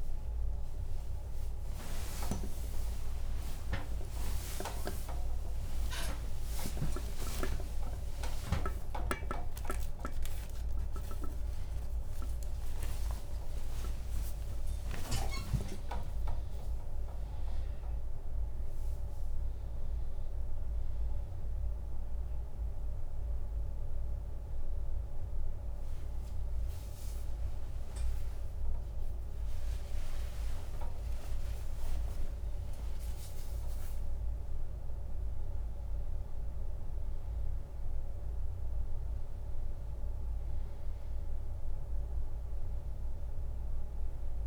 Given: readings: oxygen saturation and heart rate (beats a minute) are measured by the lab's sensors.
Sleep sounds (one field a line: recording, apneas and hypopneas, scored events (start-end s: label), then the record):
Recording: a person awake in a sleep study, by a room microphone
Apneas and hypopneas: none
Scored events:
25.50-34.00 s: leg movement (device-marked)
From the record:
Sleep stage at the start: awake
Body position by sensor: on the right side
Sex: male